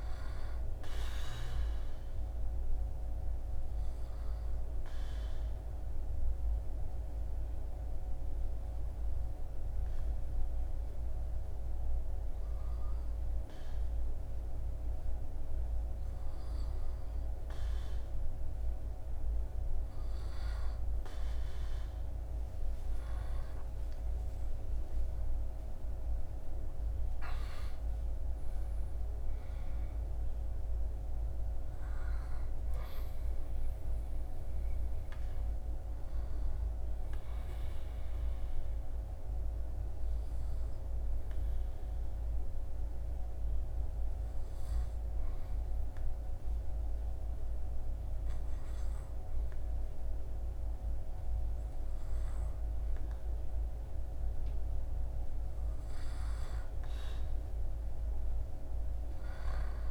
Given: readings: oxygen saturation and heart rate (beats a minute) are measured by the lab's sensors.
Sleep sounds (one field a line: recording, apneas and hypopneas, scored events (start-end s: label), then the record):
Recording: breathing in sleep, hard to hear, by a room microphone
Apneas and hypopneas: 2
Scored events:
3.50-15.50 s: obstructive apnea (oxygen 97% before, 94% lowest, heart rate 78 before, 76 extreme, up 4 after)
18.50-22.50 s: arousal
39.00-55.00 s: hypopnea (oxygen 98% before, 94% lowest, heart rate 81 before, 75 extreme, up 3 after)
57.50-59.91 s: arousal
From the record:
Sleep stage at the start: REM sleep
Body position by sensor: on the back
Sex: male